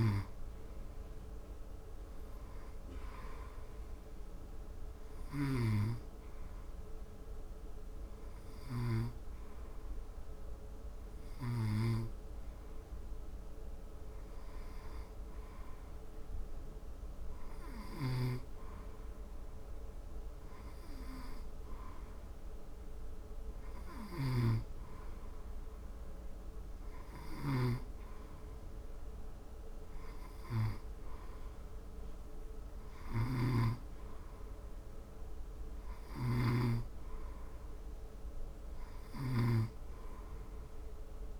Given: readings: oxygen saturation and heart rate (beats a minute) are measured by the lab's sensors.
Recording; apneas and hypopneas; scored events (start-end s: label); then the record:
breathing in sleep by a room microphone; 1
5.50-18.00 s: hypopnea (oxygen 94% before, 91% lowest, heart rate 76 before, 75 extreme, up 1 after)
17.50-24.00 s: snoring (device-marked)
19.00-24.00 s: arousal
From the record:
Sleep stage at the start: N2 (light sleep); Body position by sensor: on the front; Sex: male